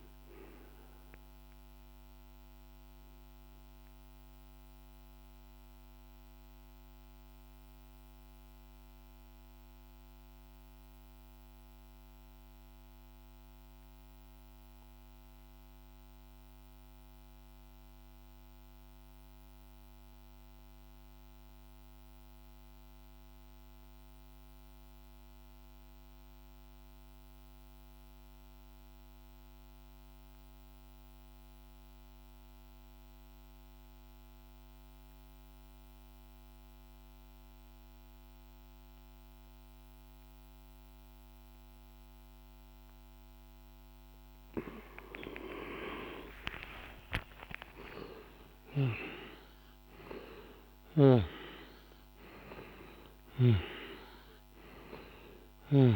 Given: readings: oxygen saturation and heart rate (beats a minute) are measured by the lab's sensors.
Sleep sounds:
breathing in sleep by a microphone on the trachea; 1
0.00-11.50 s: oxygen desaturation (device-marked, oxygen 86% lowest, heart rate 47 extreme)
2.00-44.50 s: mixed apnea (oxygen 99% before, 85% lowest, heart rate 59 before, 46 extreme, up 47 after)
32.50-55.96 s: oxygen desaturation (device-marked, oxygen 99% before, 85% lowest, heart rate 50 before, 46 extreme)
45.50-50.00 s: arousal
47.50-52.50 s: snoring (device-marked)
From the record:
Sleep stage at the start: N2 (light sleep); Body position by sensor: on the back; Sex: male

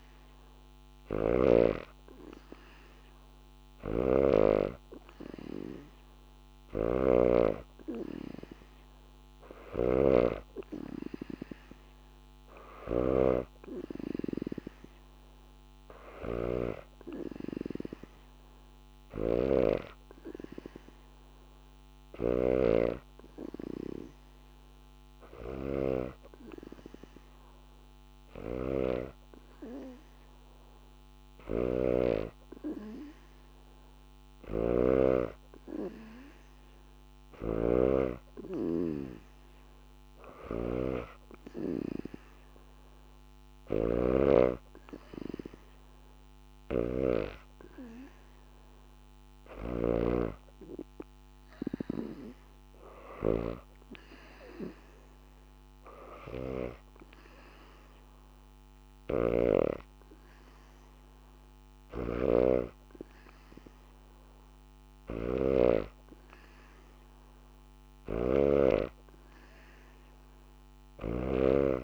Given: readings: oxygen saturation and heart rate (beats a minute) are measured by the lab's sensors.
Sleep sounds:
breathing in sleep by a microphone on the trachea; none
0.50-16.50 s: snoring (device-marked)
5.00-27.00 s: oxygen desaturation (device-marked, oxygen 94% before, 90% lowest, heart rate 77 before, 75 extreme)
18.50-49.50 s: snoring (device-marked)
39.00-53.00 s: oxygen desaturation (device-marked, oxygen 95% before, 91% lowest, heart rate 77 before, 75 extreme)
58.50-71.84 s: snoring (device-marked)
From the record:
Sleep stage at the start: N2 (light sleep); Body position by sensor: on the back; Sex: female

